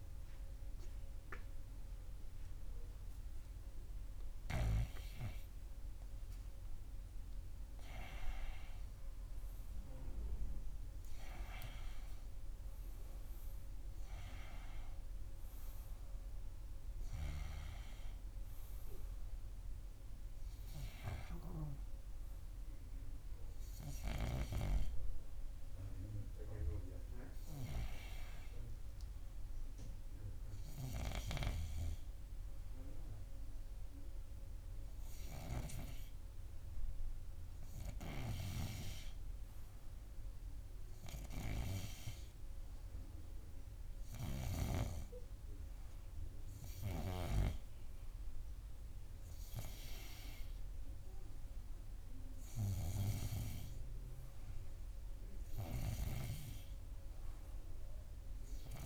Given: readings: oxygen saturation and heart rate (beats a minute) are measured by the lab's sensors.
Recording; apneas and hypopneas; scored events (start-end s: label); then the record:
breathing in sleep by a room microphone; 1
18.00-58.86 s: new sleep stage, N2 (light sleep)
18.50-22.00 s: arousal
24.50-38.00 s: hypopnea (oxygen 99% before, 97% lowest, heart rate 82 before, 81 extreme, up 1 after)
41.00-45.00 s: arousal
From the record:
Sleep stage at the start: N1 (lightest sleep); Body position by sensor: on the right side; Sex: male